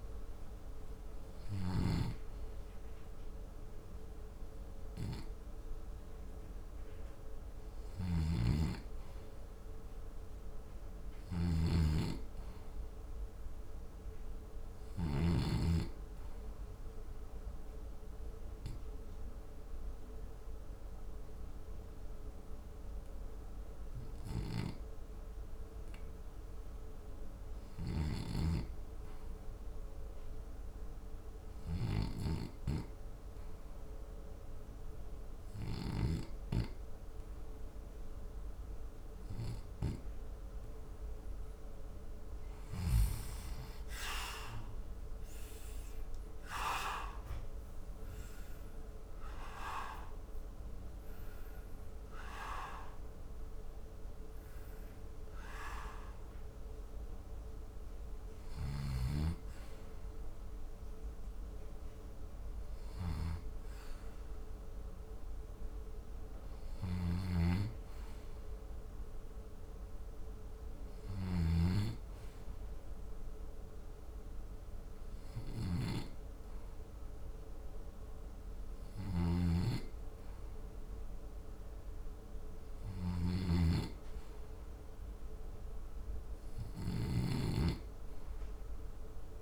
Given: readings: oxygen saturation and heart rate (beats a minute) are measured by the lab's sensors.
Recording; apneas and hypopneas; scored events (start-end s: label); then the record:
breathing in sleep by a room microphone; 1
7.50-15.00 s: snoring (device-marked)
15.00-42.00 s: hypopnea (oxygen 99% before, 79% lowest, heart rate 73 before, 61 extreme, up 24 after)
18.50-29.50 s: oxygen desaturation (device-marked, oxygen 96% before, 86% lowest, heart rate 70 before, 61 extreme)
35.50-56.50 s: oxygen desaturation (device-marked, oxygen 89% before, 79% lowest, heart rate 64 before, 63 extreme)
43.50-48.50 s: arousal
67.00-71.50 s: snoring (device-marked)
79.00-83.50 s: snoring (device-marked)
From the record:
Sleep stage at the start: N2 (light sleep); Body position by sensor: on the back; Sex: male